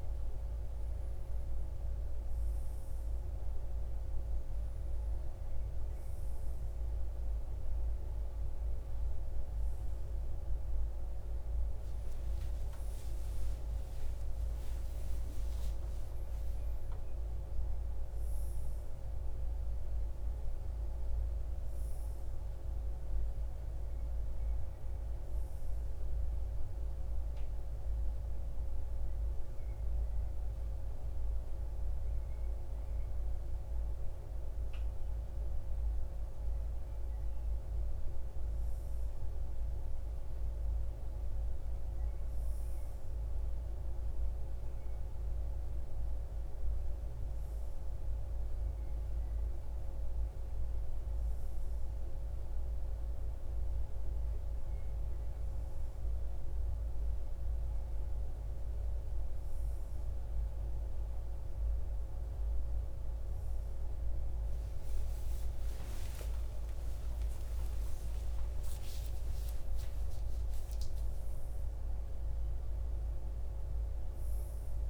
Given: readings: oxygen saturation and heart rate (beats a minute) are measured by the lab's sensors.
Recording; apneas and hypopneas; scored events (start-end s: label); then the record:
a person awake in a sleep study, hard to hear, by a room microphone; none
none scored
From the record:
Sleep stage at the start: awake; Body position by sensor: on the front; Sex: male